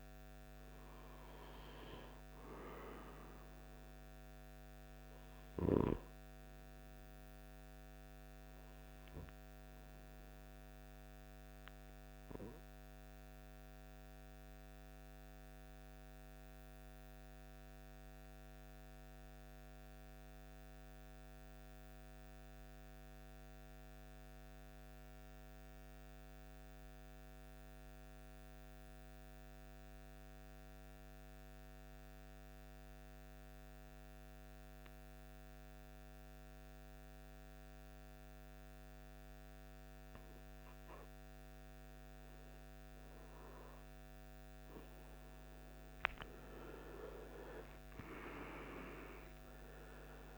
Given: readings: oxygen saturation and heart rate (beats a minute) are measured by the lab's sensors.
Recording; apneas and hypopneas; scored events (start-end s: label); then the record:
breathing in sleep by a microphone on the trachea; 1
11.50-39.00 s: mixed apnea (oxygen 97% before, 86% lowest, heart rate 60 before, 50 extreme, up 4 after)
33.00-50.38 s: oxygen desaturation (device-marked, oxygen 98% before, 86% lowest, heart rate 55 before, 50 extreme)
45.50-50.00 s: arousal
From the record:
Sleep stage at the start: REM sleep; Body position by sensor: on the right side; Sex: male